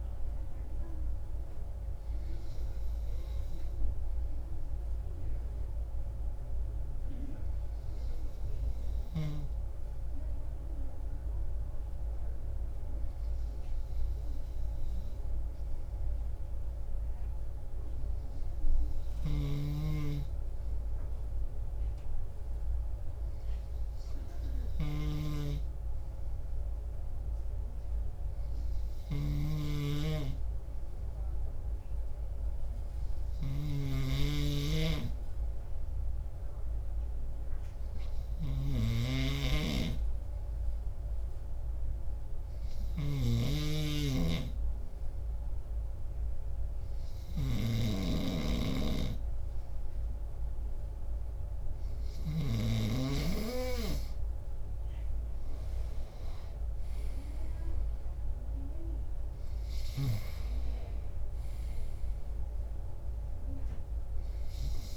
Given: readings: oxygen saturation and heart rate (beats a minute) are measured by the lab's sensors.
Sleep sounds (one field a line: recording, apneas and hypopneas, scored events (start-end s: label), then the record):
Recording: breathing in sleep by a room microphone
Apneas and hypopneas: 1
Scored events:
3.00-52.00 s: obstructive apnea (oxygen 97% before, 94% lowest)
29.50-48.50 s: snoring (device-marked)
54.50-58.00 s: arousal
From the record:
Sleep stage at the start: N2 (light sleep)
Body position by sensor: on the left side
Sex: male